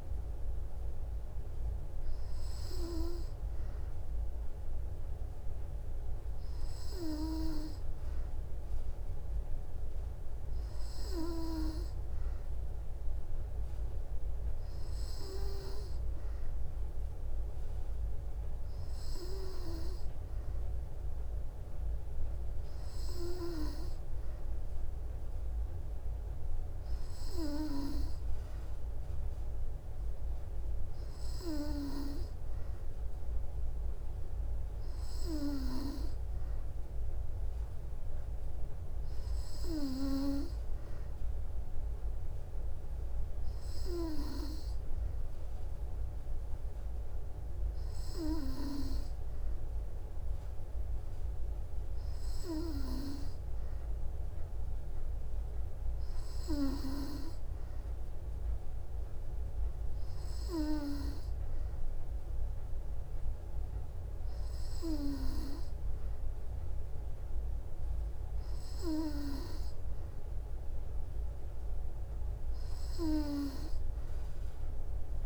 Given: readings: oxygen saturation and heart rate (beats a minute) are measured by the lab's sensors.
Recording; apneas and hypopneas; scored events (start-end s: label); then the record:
breathing in sleep by a room microphone; none
none scored
From the record:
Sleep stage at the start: N2 (light sleep); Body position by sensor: on the back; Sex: female